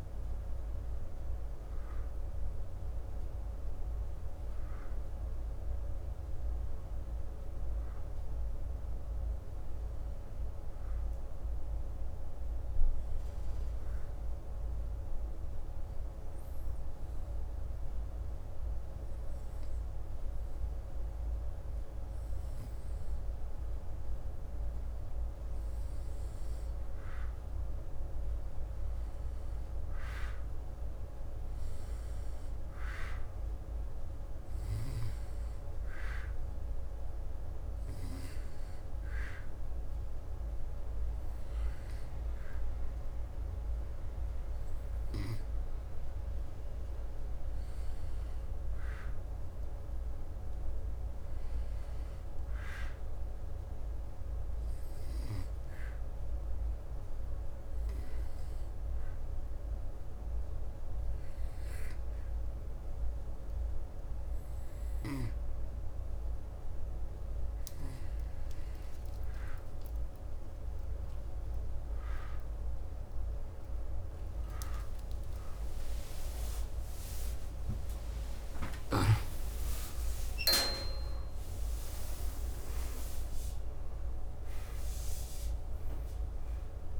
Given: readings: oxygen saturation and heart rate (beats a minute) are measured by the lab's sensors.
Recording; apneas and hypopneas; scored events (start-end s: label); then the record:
breathing in sleep, hard to hear, by a room microphone; 3
9.00-22.00 s: obstructive apnea (oxygen 93% before, 90% lowest, heart rate 74 before, 71 extreme, up 1 after)
16.00-87.00 s: new sleep stage, N2 (light sleep)
19.00-31.00 s: oxygen desaturation (device-marked, oxygen 93% before, 90% lowest, heart rate 74 before, 71 extreme)
25.50-30.50 s: arousal
36.50-46.50 s: hypopnea (oxygen 93% before, 88% lowest, heart rate 71 before, 71 extreme, up 2 after)
48.00-52.50 s: arousal
54.00-73.00 s: oxygen desaturation (device-marked, oxygen 94% before, 90% lowest, heart rate 72 before, 72 extreme)
57.00-70.00 s: obstructive apnea (oxygen 94% before, 88% lowest, heart rate 73 before, 72 extreme, up 4 after)
74.00-79.00 s: arousal
From the record:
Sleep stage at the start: N1 (lightest sleep); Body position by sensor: on the back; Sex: male